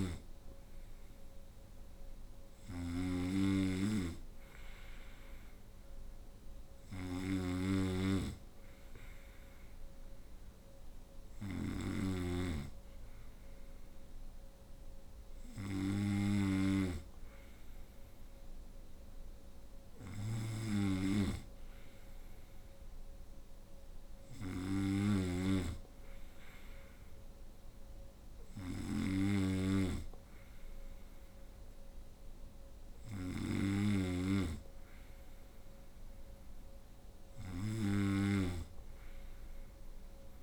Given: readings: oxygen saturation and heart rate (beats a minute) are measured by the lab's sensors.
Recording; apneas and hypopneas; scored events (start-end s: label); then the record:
breathing in sleep by a room microphone; none
0.00-40.43 s: snoring (device-marked)
From the record:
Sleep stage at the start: N2 (light sleep); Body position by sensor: on the right side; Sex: female